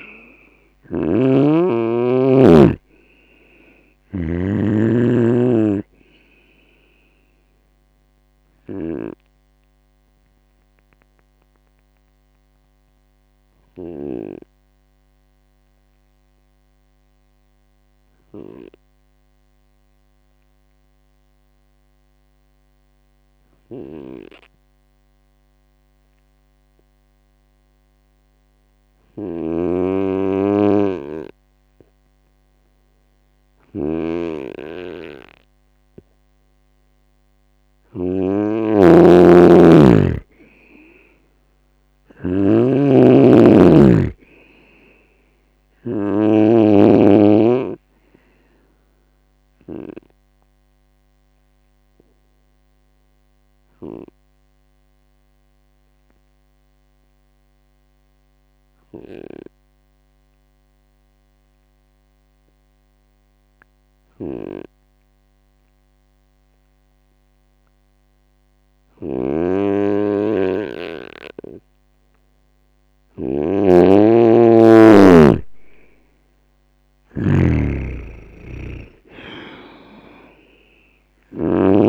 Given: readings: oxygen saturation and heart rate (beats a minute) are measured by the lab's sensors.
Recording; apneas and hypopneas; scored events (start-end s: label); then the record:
breathing in sleep by a microphone on the trachea; 2
0.00-7.00 s: oxygen desaturation (device-marked, oxygen 94% lowest, heart rate 59 extreme)
0.00-14.00 s: snoring (device-marked)
7.50-35.00 s: obstructive apnea (oxygen 99% before, 94% lowest, heart rate 68 before, 59 extreme, up 1 after)
23.50-38.00 s: snoring (device-marked)
37.00-41.50 s: arousal
42.50-50.00 s: snoring (device-marked)
48.50-72.00 s: obstructive apnea (oxygen 99% before, 93% lowest, heart rate 69 before, 62 extreme, up 7 after)
64.00-81.50 s: snoring (device-marked)
74.00-78.50 s: arousal
From the record:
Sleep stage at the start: N2 (light sleep); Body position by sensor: on the right side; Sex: male